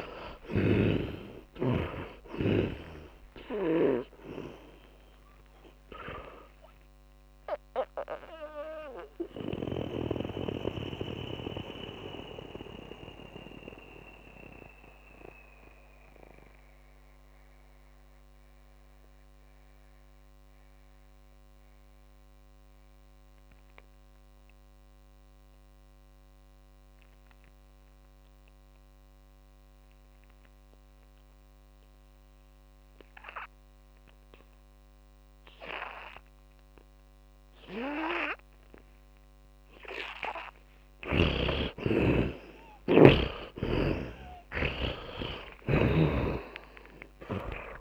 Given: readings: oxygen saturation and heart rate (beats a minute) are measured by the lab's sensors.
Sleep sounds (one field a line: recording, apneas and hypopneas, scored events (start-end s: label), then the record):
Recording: breathing in sleep by a microphone on the trachea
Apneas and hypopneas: 1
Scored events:
0.00-1.00 s: snoring (device-marked)
0.00-2.00 s: arousal
0.00-24.00 s: oxygen desaturation (device-marked, oxygen 78% lowest)
9.00-40.00 s: mixed apnea (oxygen 100% before, 78% lowest)
39.00-47.81 s: oxygen desaturation (device-marked, oxygen 100% before, 79% lowest)
44.00-47.81 s: arousal
46.00-47.81 s: snoring (device-marked)
From the record:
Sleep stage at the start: N2 (light sleep)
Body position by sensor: on the back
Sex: male